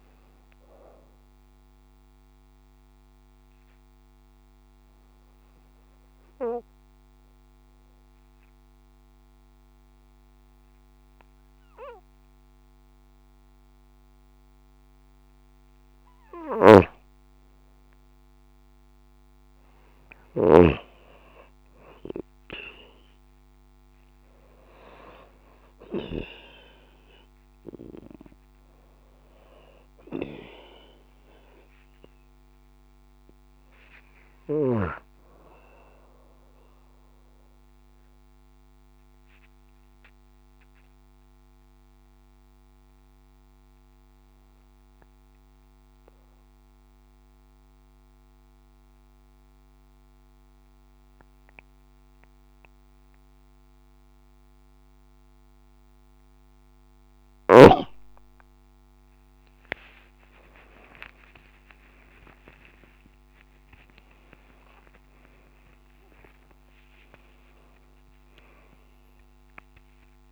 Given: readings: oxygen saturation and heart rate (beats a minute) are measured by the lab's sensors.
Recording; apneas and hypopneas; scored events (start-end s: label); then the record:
breathing in sleep by a microphone on the trachea; 2
1.00-16.00 s: obstructive apnea (oxygen 97% before, 93% lowest)
16.00-20.50 s: snoring (device-marked)
19.00-22.50 s: arousal
24.00-26.00 s: long interval between heartbeats (device-marked)
26.50-51.50 s: oxygen desaturation (device-marked, oxygen 97% before, 93% lowest)
36.00-57.00 s: mixed apnea (oxygen 97% before, 93% lowest)
59.00-61.00 s: long interval between heartbeats (device-marked)
59.50-65.50 s: arousal
63.50-65.50 s: long interval between heartbeats (device-marked)
From the record:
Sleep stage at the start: N2 (light sleep); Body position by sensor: on the back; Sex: female